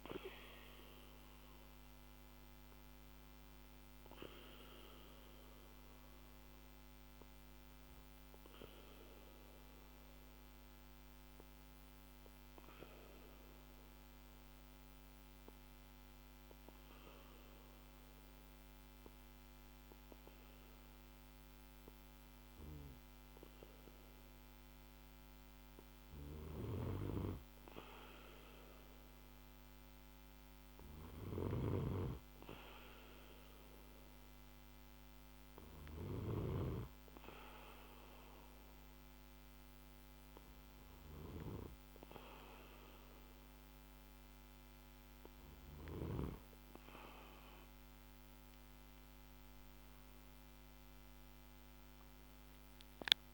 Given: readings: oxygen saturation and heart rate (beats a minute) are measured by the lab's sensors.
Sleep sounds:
breathing in sleep by a microphone on the trachea; 1
7.00-22.50 s: hypopnea (oxygen 96% before, 93% lowest, heart rate 55 before, 49 extreme, up 4 after)
24.50-27.00 s: arousal
From the record:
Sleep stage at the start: N2 (light sleep); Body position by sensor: on the back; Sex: male

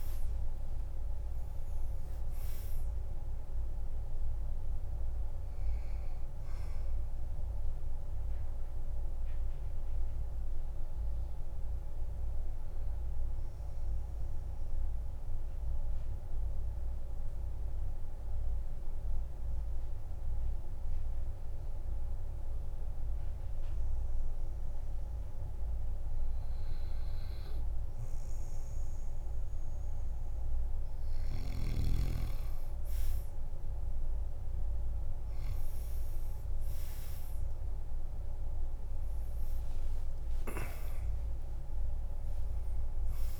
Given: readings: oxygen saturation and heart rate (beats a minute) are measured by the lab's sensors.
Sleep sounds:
breathing in sleep, hard to hear, by a room microphone; 1
0.00-19.00 s: oxygen desaturation (device-marked, oxygen 90% lowest, heart rate 45 extreme)
9.00-29.50 s: obstructive apnea (oxygen 98% before, 90% lowest, heart rate 60 before, 45 extreme, up 16 after)
36.00-39.50 s: arousal
36.00-43.40 s: oxygen desaturation (device-marked, oxygen 99% before, 92% lowest, heart rate 48 before, 46 extreme)
From the record:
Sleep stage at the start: N2 (light sleep); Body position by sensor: on the back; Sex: male

